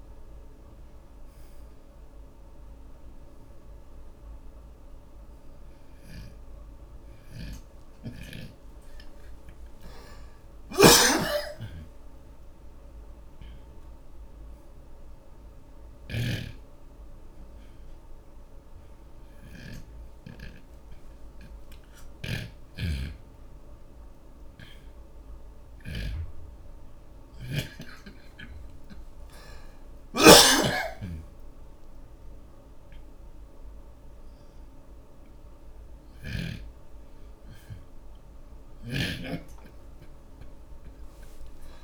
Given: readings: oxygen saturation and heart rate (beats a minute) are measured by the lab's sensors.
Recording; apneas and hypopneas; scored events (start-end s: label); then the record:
a person awake in a sleep study, by a room microphone; 1
3.00-14.00 s: hypopnea (oxygen 97% before, 80% lowest)
4.50-20.50 s: oxygen desaturation (device-marked, oxygen 94% before, 80% lowest)
11.00-16.50 s: snoring (device-marked)
15.50-41.84 s: new sleep stage, awake
22.50-37.00 s: snoring (device-marked)
39.00-41.84 s: snoring (device-marked)
40.50-41.84 s: oxygen desaturation (device-marked, oxygen 97% before, 94% lowest)
From the record:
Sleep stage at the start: N2 (light sleep); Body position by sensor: on the back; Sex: male